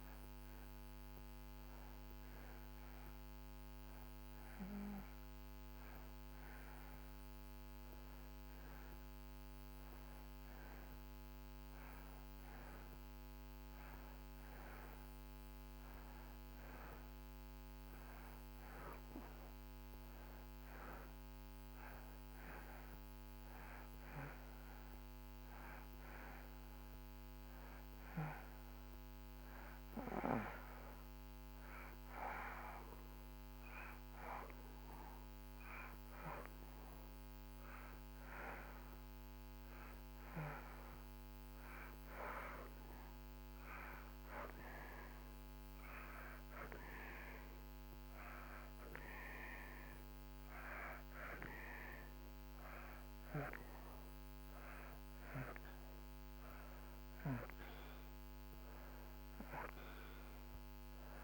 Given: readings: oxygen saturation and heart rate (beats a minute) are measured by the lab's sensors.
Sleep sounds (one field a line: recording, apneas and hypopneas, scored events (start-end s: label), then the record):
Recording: breathing in sleep by a microphone on the trachea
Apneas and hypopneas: none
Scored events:
none scored
From the record:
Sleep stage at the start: N2 (light sleep)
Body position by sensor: on the back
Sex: male